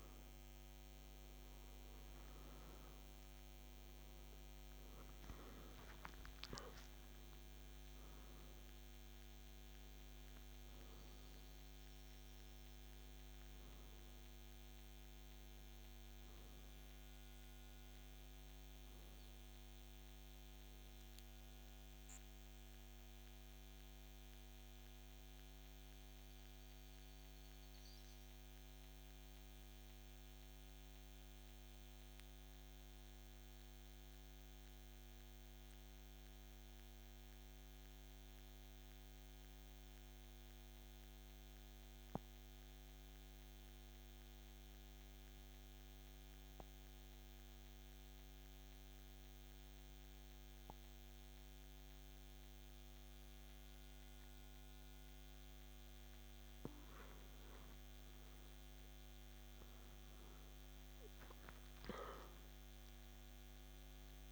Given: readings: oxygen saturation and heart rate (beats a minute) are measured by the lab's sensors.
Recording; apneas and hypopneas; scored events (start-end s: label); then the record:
breathing in sleep, hard to hear, by a microphone on the trachea; 1
0.00-45.00 s: oxygen desaturation (device-marked, oxygen 89% lowest, heart rate 53 extreme)
16.00-20.50 s: arousal
22.50-55.00 s: central apnea (oxygen 96% before, 89% lowest, heart rate 57 before, 53 extreme, up 2 after)
56.50-60.50 s: arousal
From the record:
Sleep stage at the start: N2 (light sleep); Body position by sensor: on the back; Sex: male